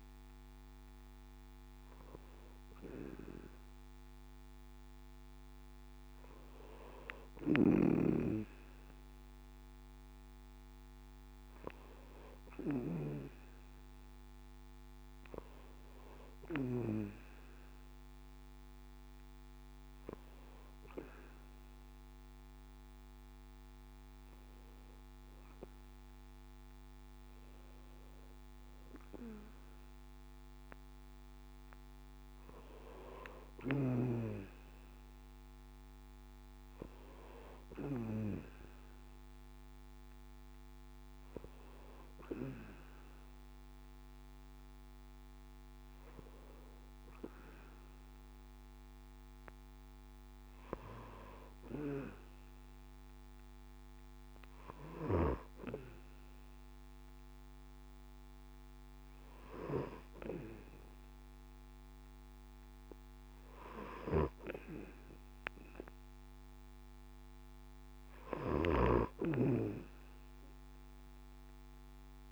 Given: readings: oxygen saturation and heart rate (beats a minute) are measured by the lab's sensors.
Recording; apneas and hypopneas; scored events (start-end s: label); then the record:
breathing in sleep by a microphone on the trachea; none
26.00-30.50 s: arousal
From the record:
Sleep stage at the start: N2 (light sleep); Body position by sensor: on the back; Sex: male